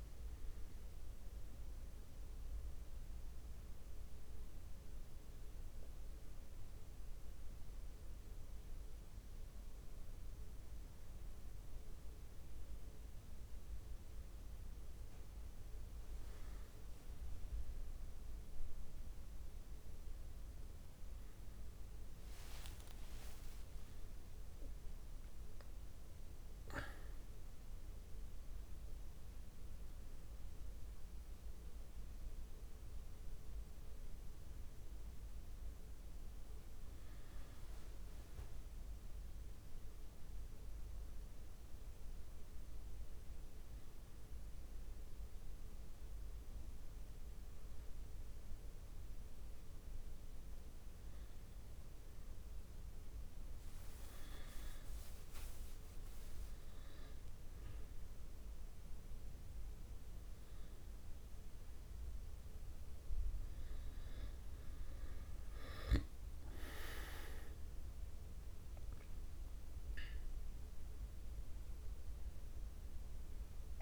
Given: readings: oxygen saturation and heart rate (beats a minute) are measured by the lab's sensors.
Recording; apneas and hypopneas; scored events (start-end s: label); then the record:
a person awake in a sleep study, hard to hear, by a room microphone; none
none scored
From the record:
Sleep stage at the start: awake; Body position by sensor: on the back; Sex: male